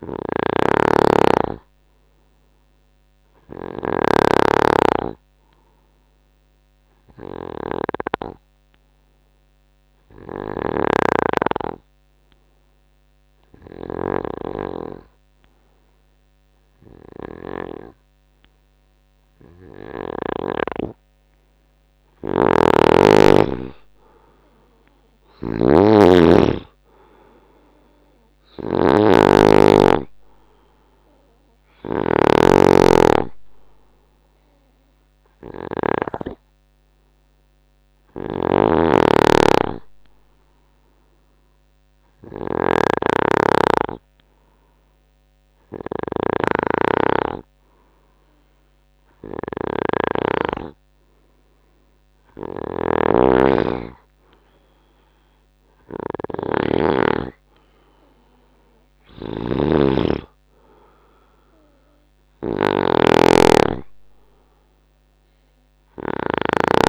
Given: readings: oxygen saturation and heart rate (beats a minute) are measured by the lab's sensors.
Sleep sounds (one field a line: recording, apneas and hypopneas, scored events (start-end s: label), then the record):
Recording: breathing in sleep by a microphone on the trachea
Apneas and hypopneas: 2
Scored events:
0.00-1.50 s: arousal
0.00-11.00 s: snoring (device-marked)
7.50-21.50 s: hypopnea (oxygen 96% before, 91% lowest, heart rate 83 before, 74 extreme, up 24 after)
18.00-38.00 s: oxygen desaturation (device-marked, oxygen 96% before, 91% lowest, heart rate 86 before, 75 extreme)
22.00-36.00 s: snoring (device-marked)
24.00-28.50 s: arousal
36.00-38.00 s: tachycardia (device-marked, heart rate 79 before, 96 extreme)
38.00-66.89 s: snoring (device-marked)
38.50-51.50 s: hypopnea (oxygen 96% before, 89% lowest, heart rate 87 before, 70 extreme, up 4 after)
53.50-57.00 s: arousal
From the record:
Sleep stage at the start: N2 (light sleep)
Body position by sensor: on the right side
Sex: male